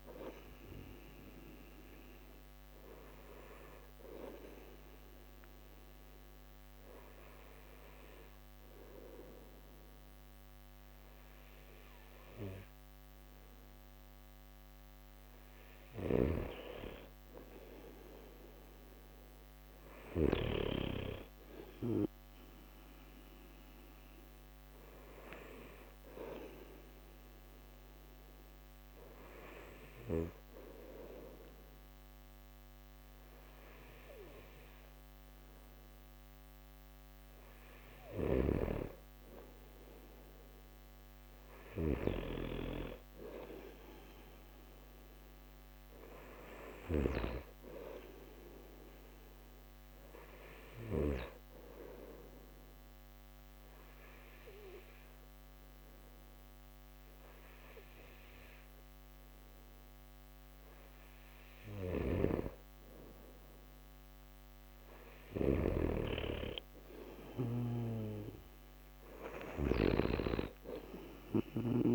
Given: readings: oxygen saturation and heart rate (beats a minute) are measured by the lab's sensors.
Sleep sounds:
breathing in sleep by a microphone on the trachea; 3
3.00-15.50 s: obstructive apnea (oxygen 94% before, 91% lowest)
16.00-20.50 s: snoring (device-marked)
17.50-19.50 s: arousal
23.00-37.00 s: hypopnea (oxygen 95% before, 92% lowest)
38.50-42.50 s: arousal
46.50-51.00 s: snoring (device-marked)
50.50-61.50 s: obstructive apnea (oxygen 95% before, 92% lowest)
61.50-65.50 s: snoring (device-marked)
62.00-65.50 s: arousal
67.50-71.95 s: snoring (device-marked)
From the record:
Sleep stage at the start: N2 (light sleep); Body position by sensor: on the back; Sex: male

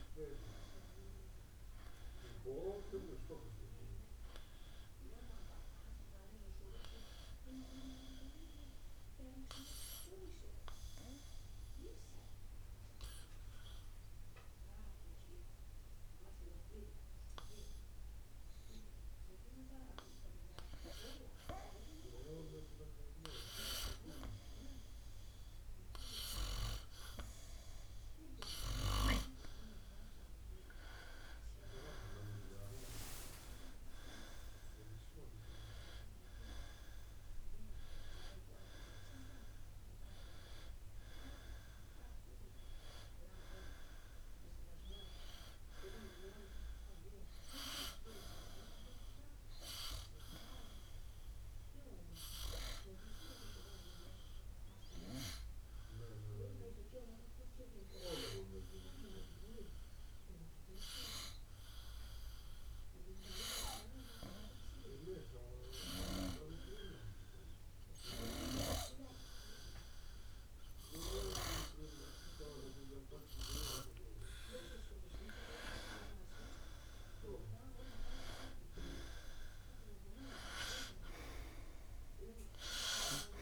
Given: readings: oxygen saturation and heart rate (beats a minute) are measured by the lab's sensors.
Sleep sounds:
breathing in sleep by a room microphone; 2
8.50-21.00 s: obstructive apnea (oxygen 97% before, 94% lowest, heart rate 60 before, 57 extreme, up 2 after)
23.00-26.00 s: arousal
51.00-74.50 s: obstructive apnea (oxygen 97% before, 93% lowest, heart rate 63 before, 53 extreme, up 3 after)
77.00-80.50 s: arousal
From the record:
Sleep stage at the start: N2 (light sleep); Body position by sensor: on the back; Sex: male

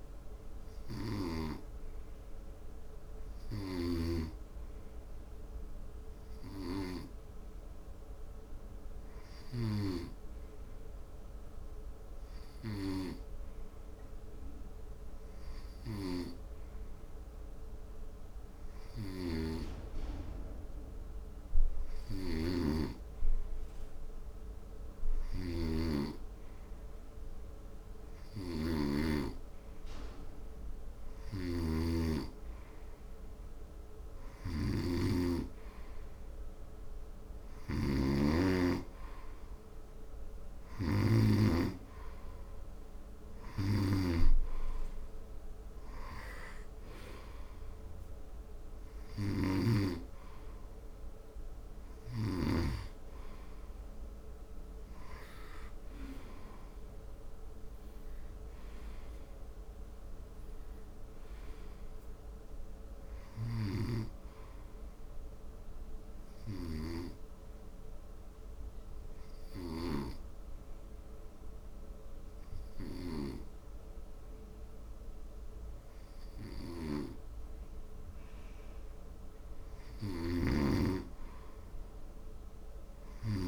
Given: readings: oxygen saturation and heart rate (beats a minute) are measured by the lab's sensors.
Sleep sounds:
breathing in sleep by a room microphone; 2
3.00-30.00 s: hypopnea (oxygen 93% before, 90% lowest, heart rate 76 before, 71 extreme, up 0 after)
31.50-35.00 s: arousal
33.50-57.50 s: oxygen desaturation (device-marked, oxygen 97% before, 90% lowest, heart rate 74 before, 73 extreme)
66.00-78.00 s: obstructive apnea (oxygen 93% before, 91% lowest, heart rate 82 before, 72 extreme, up 0 after)
81.50-83.47 s: arousal
From the record:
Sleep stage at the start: N2 (light sleep); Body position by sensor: on the front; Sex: male

